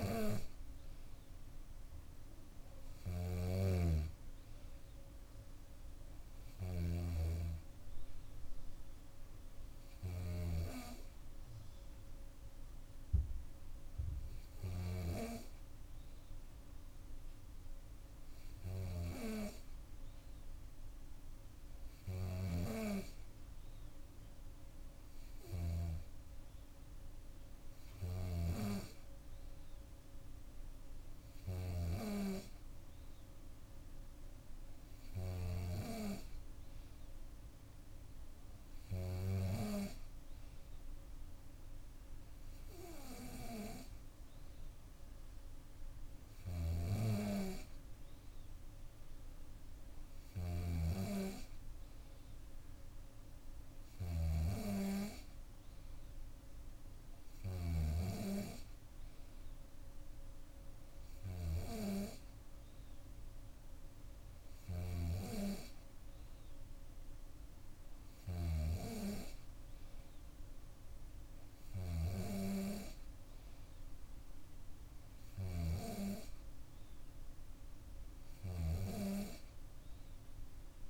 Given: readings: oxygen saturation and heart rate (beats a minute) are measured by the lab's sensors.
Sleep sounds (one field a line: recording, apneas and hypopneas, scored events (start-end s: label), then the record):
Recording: breathing in sleep by a room microphone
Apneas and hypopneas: none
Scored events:
3.00-7.00 s: snoring (device-marked)
From the record:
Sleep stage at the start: N2 (light sleep)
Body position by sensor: on the back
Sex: female